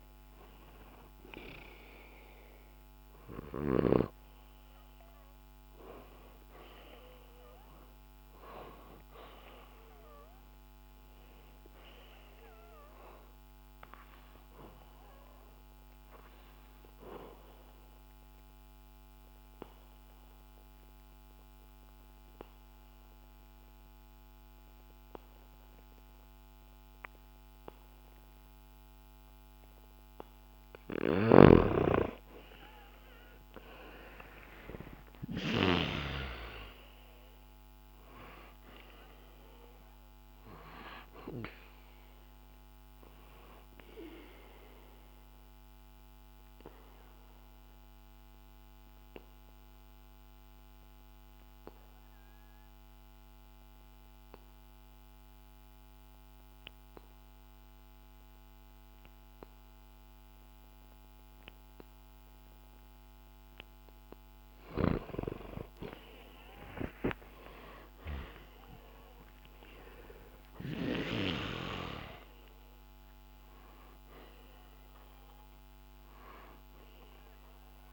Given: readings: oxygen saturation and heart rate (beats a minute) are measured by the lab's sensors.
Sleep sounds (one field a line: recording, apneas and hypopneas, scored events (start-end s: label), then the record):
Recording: breathing in sleep by a microphone on the trachea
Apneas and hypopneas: 2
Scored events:
0.00-17.00 s: oxygen desaturation (device-marked, oxygen 98% before, 92% lowest, heart rate 65 before, 65 extreme)
13.00-30.00 s: obstructive apnea (oxygen 98% before, 92% lowest, heart rate 65 before, 57 extreme, up 0 after)
31.00-36.00 s: snoring (device-marked)
33.50-37.50 s: arousal
35.00-51.00 s: oxygen desaturation (device-marked, oxygen 98% before, 92% lowest, heart rate 67 before, 57 extreme)
43.50-63.00 s: obstructive apnea (oxygen 98% before, 92% lowest, heart rate 66 before, 64 extreme, up 1 after)
64.50-71.00 s: snoring (device-marked)
66.50-70.50 s: arousal
From the record:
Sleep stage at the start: N2 (light sleep)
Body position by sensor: on the back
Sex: male